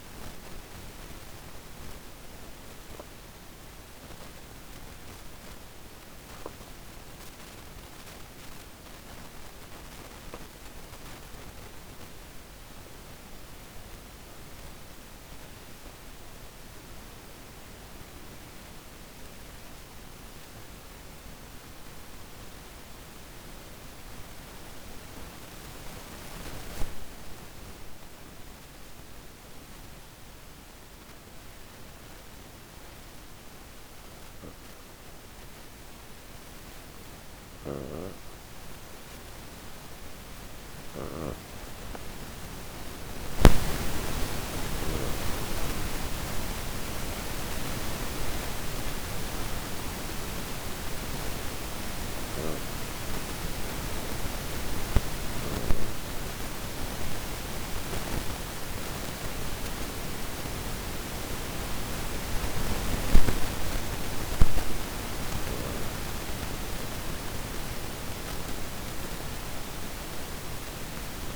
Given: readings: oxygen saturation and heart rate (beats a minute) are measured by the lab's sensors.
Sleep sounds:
breathing in sleep by a microphone on the trachea; 2
3.50-8.50 s: arousal
14.50-36.00 s: hypopnea (oxygen 95% before, 94% lowest)
39.00-44.00 s: arousal
44.00-58.00 s: oxygen desaturation (device-marked, oxygen 97% before, 94% lowest)
52.50-66.50 s: obstructive apnea (oxygen 98% before, 94% lowest)
68.50-71.00 s: arousal
From the record:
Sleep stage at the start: N2 (light sleep); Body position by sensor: on the back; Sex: female

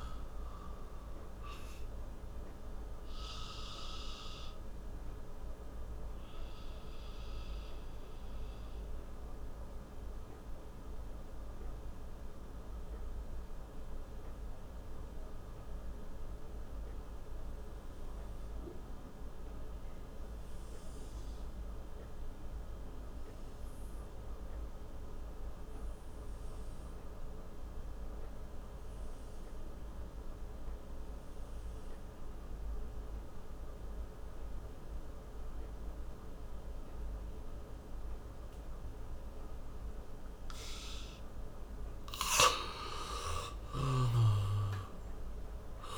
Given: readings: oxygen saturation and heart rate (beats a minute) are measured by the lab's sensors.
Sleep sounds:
breathing in sleep by a room microphone; 1
0.00-20.50 s: oxygen desaturation (device-marked, oxygen 86% lowest)
1.50-41.00 s: obstructive apnea (oxygen 98% before, 86% lowest, heart rate 33 before, 27 extreme, up 10 after)
42.50-45.98 s: arousal
From the record:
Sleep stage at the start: N2 (light sleep); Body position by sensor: on the back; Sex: male

